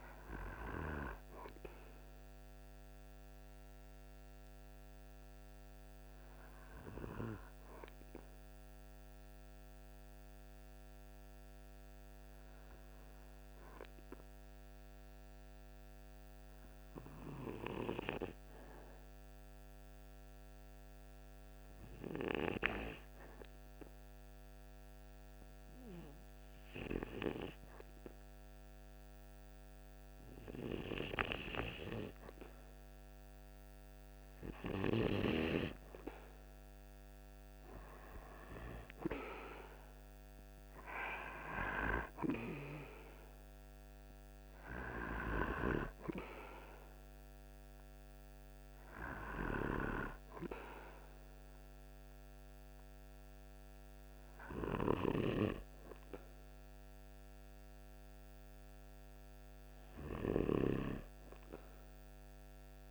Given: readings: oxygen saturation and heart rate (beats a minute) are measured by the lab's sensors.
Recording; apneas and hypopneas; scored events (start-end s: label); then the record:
breathing in sleep by a microphone on the trachea; 1
2.00-32.00 s: hypopnea (oxygen 96% before, 93% lowest, heart rate 51 before, 48 extreme, up 2 after)
36.50-40.50 s: arousal
45.00-62.91 s: oxygen desaturation (device-marked, oxygen 96% before, 93% lowest, heart rate 49 before, 47 extreme)
From the record:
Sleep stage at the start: N2 (light sleep); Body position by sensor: on the right side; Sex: male